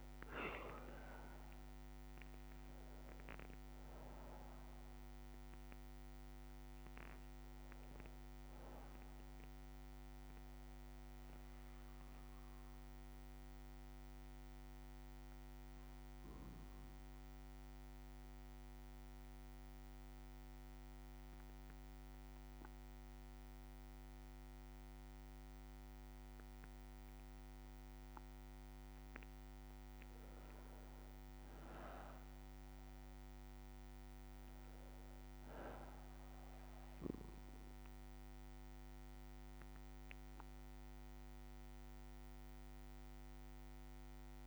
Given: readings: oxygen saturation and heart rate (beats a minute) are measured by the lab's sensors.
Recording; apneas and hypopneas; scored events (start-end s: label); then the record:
breathing in sleep, hard to hear, by a microphone on the trachea; none
0.00-5.00 s: oxygen desaturation (device-marked, oxygen 92% lowest, heart rate 61 extreme)
2.50-4.50 s: long interval between heartbeats (device-marked, heart rate 71 before, 76 extreme)
10.00-18.00 s: oxygen desaturation (device-marked, oxygen 93% before, 90% lowest, heart rate 77 before, 61 extreme)
27.00-44.47 s: new sleep stage, N2 (light sleep)
40.00-44.47 s: bradycardia (device-marked, heart rate 62 before, 58 extreme)
From the record:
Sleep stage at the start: N1 (lightest sleep); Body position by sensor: on the back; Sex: male